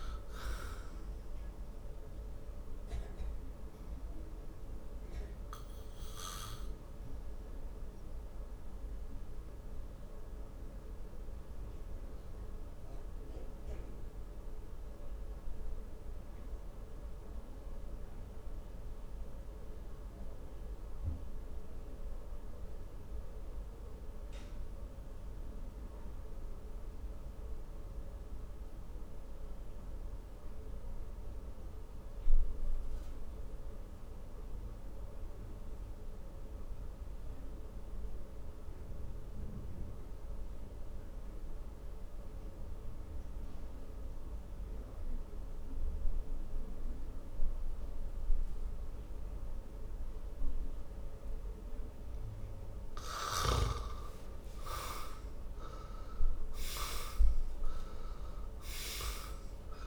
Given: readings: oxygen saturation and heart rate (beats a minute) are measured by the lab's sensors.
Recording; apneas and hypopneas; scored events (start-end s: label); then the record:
breathing in sleep by a room microphone; 1
3.00-53.50 s: obstructive apnea (oxygen 99% before, 79% lowest, heart rate 61 before, 49 extreme, up 18 after)
6.00-30.00 s: oxygen desaturation (device-marked, oxygen 97% before, 88% lowest, heart rate 62 before, 49 extreme)
52.00-59.87 s: oxygen desaturation (device-marked, oxygen 97% before, 79% lowest, heart rate 54 before, 51 extreme)
55.50-59.00 s: arousal
From the record:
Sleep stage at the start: N2 (light sleep); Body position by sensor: on the back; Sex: male